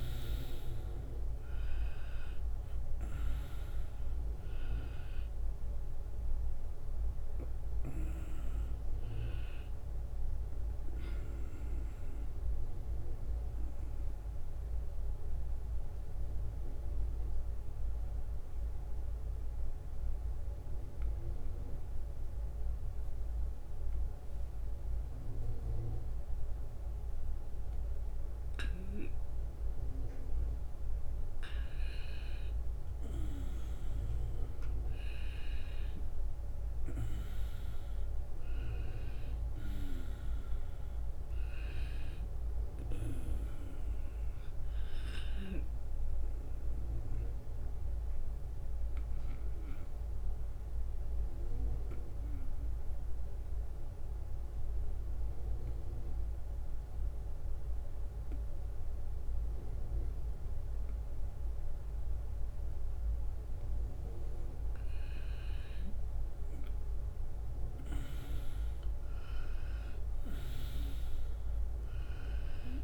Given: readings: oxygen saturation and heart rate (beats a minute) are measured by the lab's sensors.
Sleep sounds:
breathing in sleep by a room microphone; 2
0.00-3.00 s: arousal
11.50-31.50 s: obstructive apnea (oxygen 95% before, 93% lowest, heart rate 85 before, 79 extreme, up 3 after)
34.50-39.00 s: arousal
45.00-64.00 s: obstructive apnea (oxygen 96% before, 91% lowest, heart rate 82 before, 78 extreme, up 2 after)
67.00-72.00 s: arousal
From the record:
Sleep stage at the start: N2 (light sleep); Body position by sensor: on the right side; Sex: male

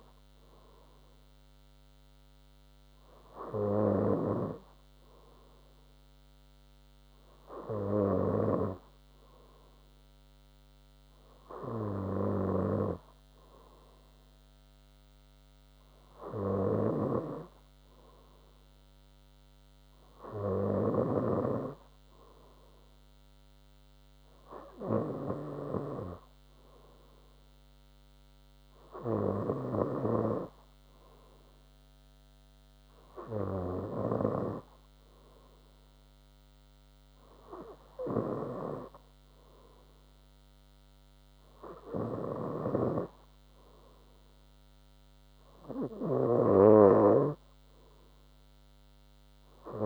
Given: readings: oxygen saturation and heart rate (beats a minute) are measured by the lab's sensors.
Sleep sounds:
breathing in sleep by a microphone on the trachea; none
none scored
From the record:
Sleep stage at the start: N2 (light sleep); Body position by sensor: on the front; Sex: female

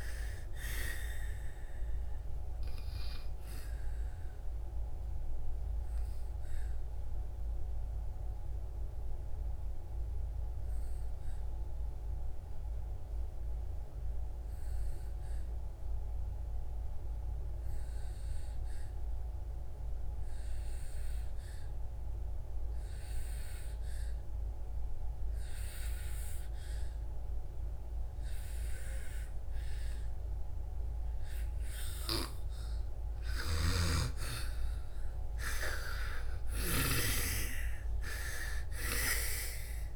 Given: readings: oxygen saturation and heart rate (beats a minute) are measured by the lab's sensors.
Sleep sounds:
breathing in sleep by a room microphone; 1
0.00-18.50 s: oxygen desaturation (device-marked, oxygen 80% lowest)
4.00-31.00 s: obstructive apnea (oxygen 98% before, 80% lowest)
22.50-39.96 s: oxygen desaturation (device-marked, oxygen 98% before, 80% lowest)
33.00-36.50 s: snoring (device-marked)
33.50-38.00 s: arousal
From the record:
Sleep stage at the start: N2 (light sleep); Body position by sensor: on the back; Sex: female

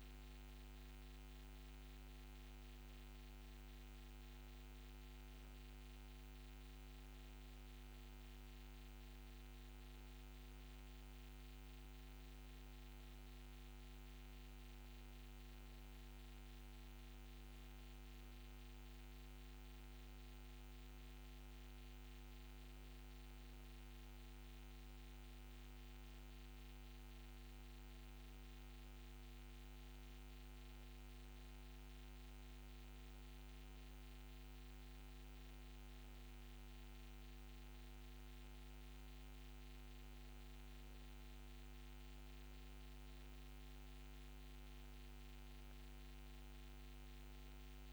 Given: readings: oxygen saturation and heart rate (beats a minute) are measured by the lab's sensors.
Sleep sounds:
breathing in sleep, hard to hear, by a microphone on the trachea; none
none scored
From the record:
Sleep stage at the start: N1 (lightest sleep); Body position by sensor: on the back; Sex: female

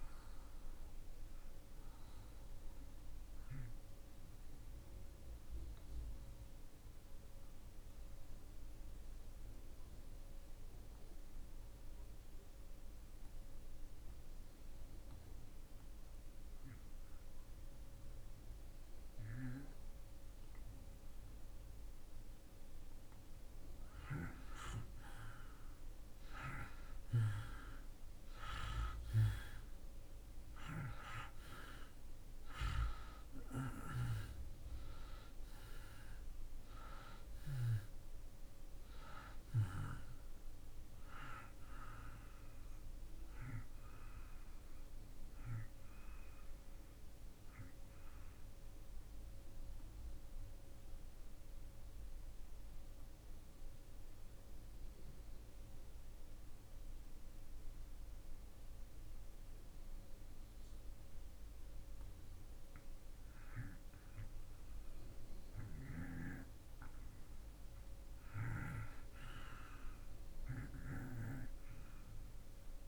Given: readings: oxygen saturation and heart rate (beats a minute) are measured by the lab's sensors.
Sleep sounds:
breathing in sleep by a room microphone; 2
0.00-15.00 s: oxygen desaturation (device-marked, oxygen 78% lowest)
2.50-22.00 s: obstructive apnea (oxygen 97% before, 79% lowest)
24.00-29.00 s: arousal
29.00-60.00 s: oxygen desaturation (device-marked, oxygen 95% before, 79% lowest)
47.00-62.00 s: obstructive apnea (oxygen 96% before, 79% lowest)
66.00-70.00 s: arousal
From the record:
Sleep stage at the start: REM sleep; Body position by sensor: on the back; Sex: male

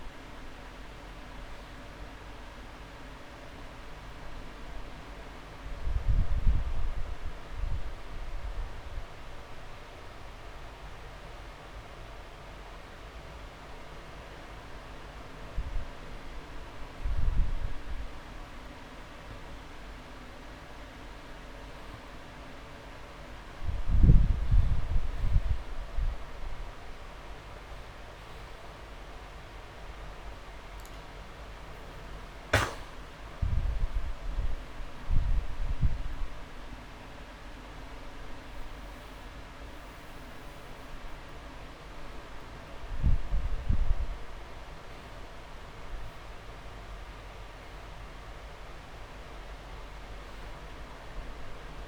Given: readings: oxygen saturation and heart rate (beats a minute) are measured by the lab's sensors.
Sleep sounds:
breathing in sleep, hard to hear, by a room microphone; none
0.00-2.00 s: long interval between heartbeats (device-marked)
30.00-44.00 s: oxygen desaturation (device-marked, oxygen 97% before, 94% lowest)
From the record:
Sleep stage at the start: N2 (light sleep); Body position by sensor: on the back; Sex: male

